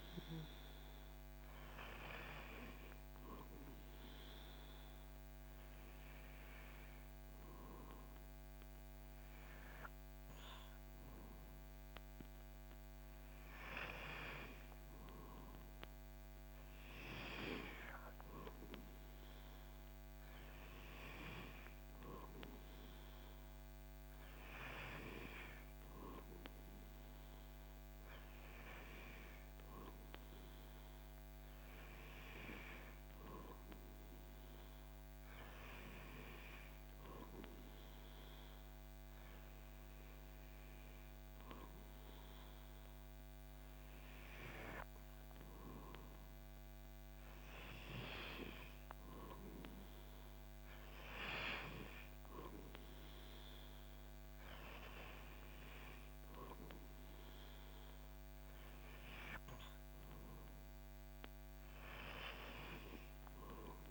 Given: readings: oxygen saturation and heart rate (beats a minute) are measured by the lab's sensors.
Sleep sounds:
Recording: breathing in sleep by a microphone on the trachea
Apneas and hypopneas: none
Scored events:
none scored
From the record:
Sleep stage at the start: N2 (light sleep)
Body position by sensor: on the back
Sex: male

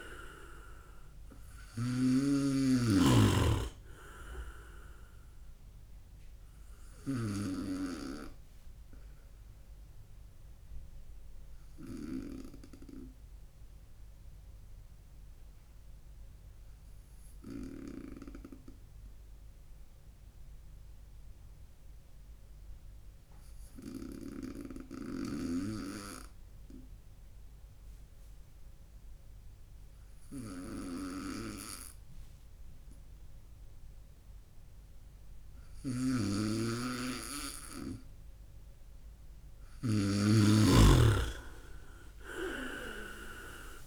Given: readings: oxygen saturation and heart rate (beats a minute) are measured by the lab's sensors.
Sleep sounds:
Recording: breathing in sleep by a room microphone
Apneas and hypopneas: 1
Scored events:
0.00-7.50 s: snoring (device-marked)
7.50-36.50 s: obstructive apnea (oxygen 98% before, 96% lowest, heart rate 63 before, 57 extreme, up 7 after)
35.50-40.00 s: snoring (device-marked)
39.00-43.50 s: arousal
From the record:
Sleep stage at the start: N2 (light sleep)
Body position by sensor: on the right side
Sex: male

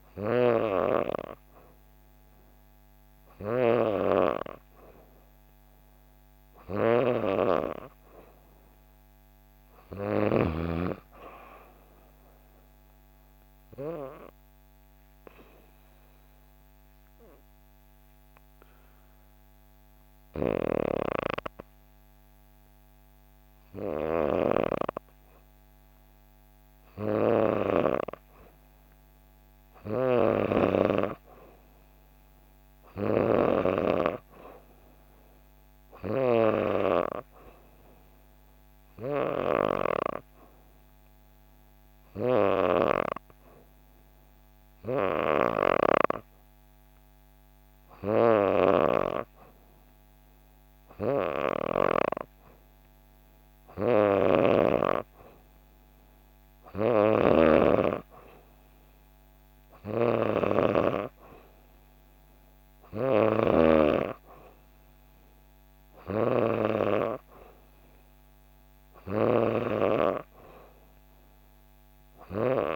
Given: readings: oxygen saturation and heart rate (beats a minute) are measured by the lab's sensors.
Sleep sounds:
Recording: breathing in sleep by a microphone on the trachea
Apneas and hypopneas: 2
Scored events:
12.50-25.00 s: obstructive apnea (oxygen 94% before, 91% lowest, heart rate 66 before, 64 extreme)
27.50-31.00 s: arousal
29.50-33.00 s: snoring (device-marked)
39.00-52.50 s: hypopnea (oxygen 94% before, 91% lowest, heart rate 65 before, 66 extreme, up 0 after)
42.00-45.50 s: snoring (device-marked)
53.50-63.50 s: snoring (device-marked)
57.50-61.00 s: arousal
From the record:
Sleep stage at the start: N3 (deep sleep)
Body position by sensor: on the back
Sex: female

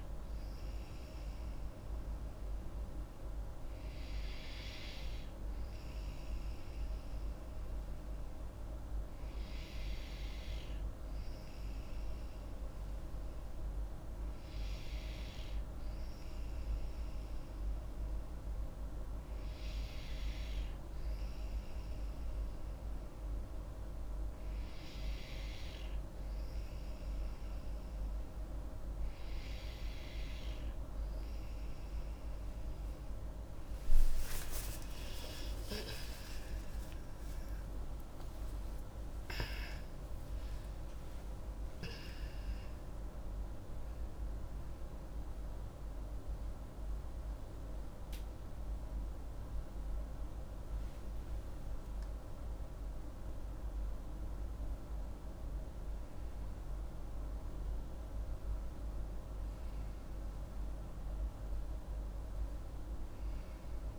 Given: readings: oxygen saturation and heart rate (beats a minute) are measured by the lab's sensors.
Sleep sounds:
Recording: a person awake in a sleep study, hard to hear, by a room microphone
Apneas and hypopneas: none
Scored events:
24.50-63.99 s: new sleep stage, awake
From the record:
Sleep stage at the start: N3 (deep sleep)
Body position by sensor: on the back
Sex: female

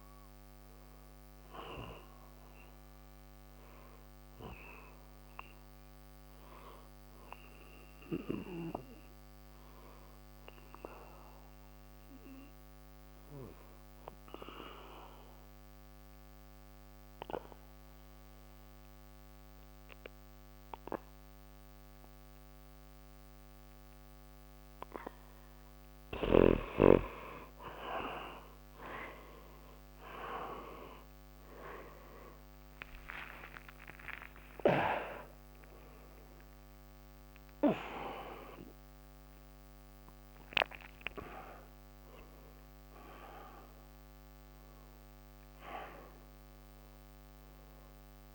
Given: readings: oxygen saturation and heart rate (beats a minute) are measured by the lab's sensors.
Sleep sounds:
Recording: breathing in sleep by a microphone on the trachea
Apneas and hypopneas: 1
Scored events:
0.00-14.00 s: oxygen desaturation (device-marked, oxygen 86% lowest, heart rate 60 extreme)
10.50-24.50 s: obstructive apnea (oxygen 93% before, 86% lowest, heart rate 73 before, 60 extreme, up 0 after)
31.00-48.34 s: oxygen desaturation (device-marked, oxygen 97% before, 87% lowest, heart rate 61 before, 59 extreme)
32.50-37.50 s: arousal
From the record:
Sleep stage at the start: N2 (light sleep)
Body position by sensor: on the back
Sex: male

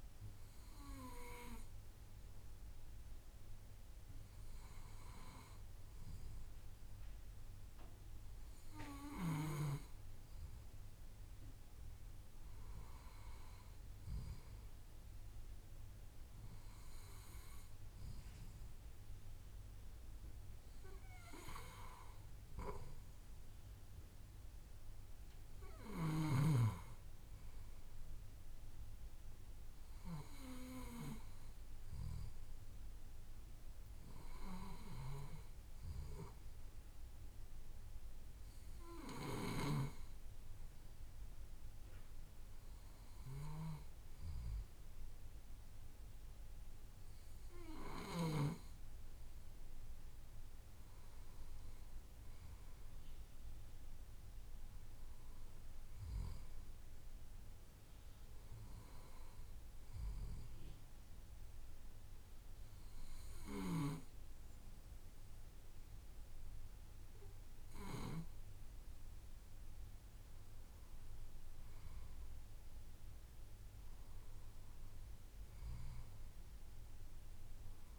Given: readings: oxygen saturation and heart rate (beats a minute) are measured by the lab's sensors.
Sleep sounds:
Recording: breathing in sleep by a room microphone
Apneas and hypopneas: 1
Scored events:
59.50-70.50 s: obstructive apnea (oxygen 94% before, 92% lowest, heart rate 58 before, 56 extreme, up 5 after)
72.50-76.00 s: arousal
From the record:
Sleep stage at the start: N2 (light sleep)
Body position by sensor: on the left side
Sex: male

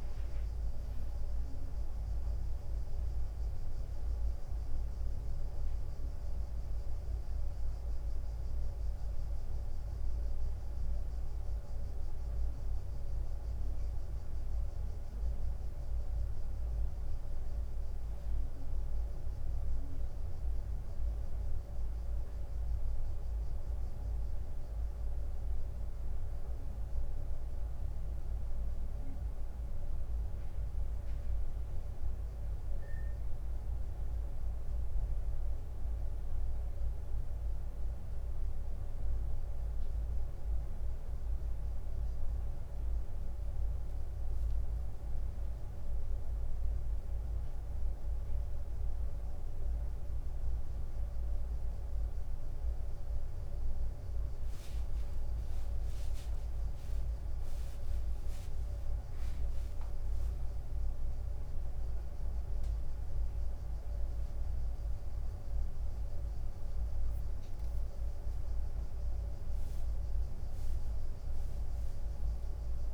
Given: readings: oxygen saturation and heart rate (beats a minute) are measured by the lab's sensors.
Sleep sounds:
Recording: a person awake in a sleep study, hard to hear, by a room microphone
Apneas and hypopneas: 1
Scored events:
0.00-7.00 s: oxygen desaturation (device-marked, oxygen 94% lowest, heart rate 95 extreme)
8.50-19.00 s: hypopnea (oxygen 98% before, 93% lowest, heart rate 97 before, 95 extreme, up 1 after)
36.00-72.94 s: new sleep stage, awake
57.00-65.00 s: tachycardia (device-marked, heart rate 92 before, 102 extreme)
From the record:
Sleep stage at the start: N1 (lightest sleep)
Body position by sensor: on the right side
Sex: male

